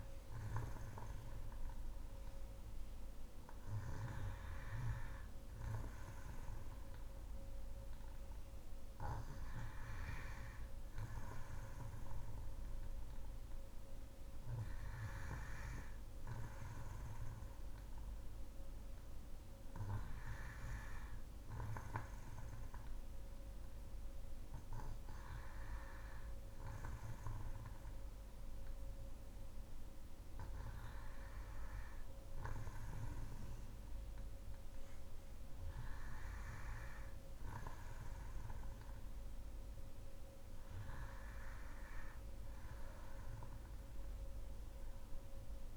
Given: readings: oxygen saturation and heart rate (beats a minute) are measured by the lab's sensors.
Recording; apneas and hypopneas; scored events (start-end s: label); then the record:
breathing in sleep by a room microphone; none
none scored
From the record:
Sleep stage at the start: N2 (light sleep); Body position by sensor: on the back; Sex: female